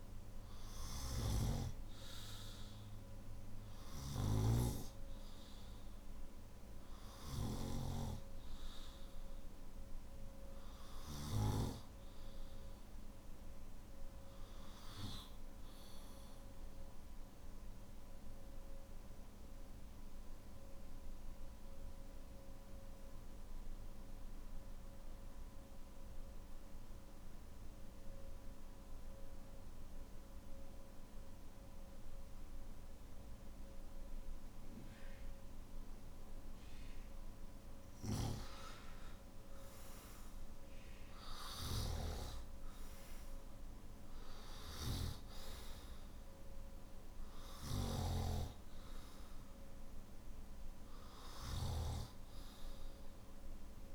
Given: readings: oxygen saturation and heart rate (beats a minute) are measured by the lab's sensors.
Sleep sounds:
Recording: breathing in sleep by a room microphone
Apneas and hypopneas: 1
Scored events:
17.00-36.50 s: mixed apnea (oxygen 98% before, 93% lowest, heart rate 56 before, 46 extreme, up 15 after)
33.00-53.95 s: new sleep stage, N2 (light sleep)
45.00-53.95 s: oxygen desaturation (device-marked, oxygen 97% before, 94% lowest, heart rate 51 before, 51 extreme)
From the record:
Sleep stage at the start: N1 (lightest sleep)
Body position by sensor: on the back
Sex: male

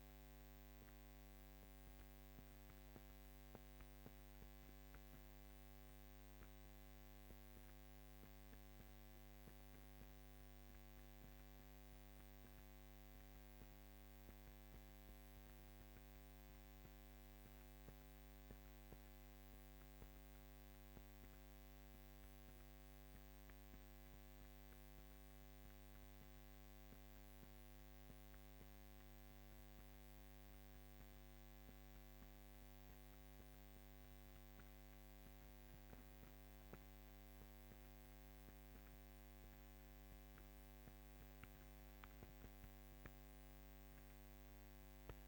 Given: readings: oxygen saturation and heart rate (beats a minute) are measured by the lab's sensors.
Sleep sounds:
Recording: breathing in sleep, hard to hear, by a microphone on the trachea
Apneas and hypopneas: 1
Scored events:
0.00-3.00 s: arousal
20.50-33.00 s: obstructive apnea (oxygen 98% before, 96% lowest, heart rate 53 before, 48 extreme, up 9 after)
35.00-39.00 s: arousal
From the record:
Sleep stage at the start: N2 (light sleep)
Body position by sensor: on the back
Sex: female

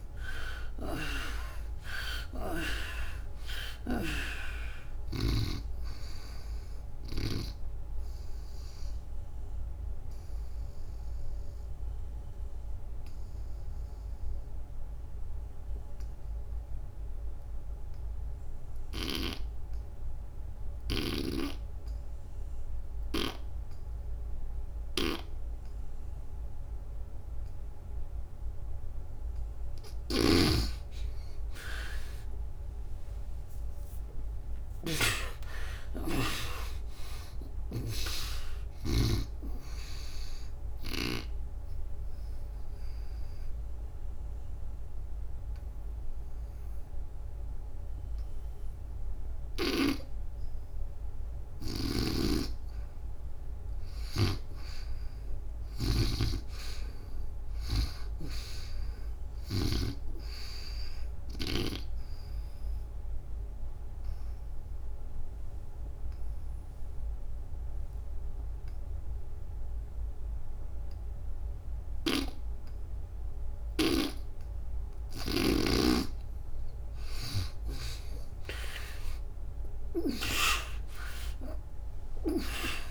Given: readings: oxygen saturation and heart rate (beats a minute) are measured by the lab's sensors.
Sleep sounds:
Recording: breathing in sleep by a room microphone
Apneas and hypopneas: 3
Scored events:
0.00-2.00 s: arousal
0.00-19.00 s: oxygen desaturation (device-marked, oxygen 79% lowest, heart rate 61 extreme)
8.00-28.00 s: obstructive apnea (oxygen 97% before, 75% lowest, heart rate 77 before, 61 extreme, up 28 after)
29.50-37.50 s: snoring (device-marked)
32.50-36.50 s: arousal
35.00-54.00 s: oxygen desaturation (device-marked, oxygen 96% before, 75% lowest, heart rate 66 before, 63 extreme)
40.50-50.50 s: obstructive apnea (oxygen 97% before, 75% lowest, heart rate 75 before, 66 extreme, up 5 after)
53.50-57.50 s: snoring (device-marked)
54.00-58.00 s: arousal
61.00-73.00 s: oxygen desaturation (device-marked, oxygen 98% before, 87% lowest, heart rate 78 before, 61 extreme)
62.00-75.00 s: obstructive apnea (oxygen 98% before, 78% lowest, heart rate 76 before, 61 extreme, up 30 after)
73.00-77.00 s: snoring (device-marked)
77.50-80.50 s: arousal
79.00-82.91 s: oxygen desaturation (device-marked, oxygen 93% before, 78% lowest, heart rate 71 before, 61 extreme)
From the record:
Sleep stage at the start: N2 (light sleep)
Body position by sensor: on the back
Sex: female

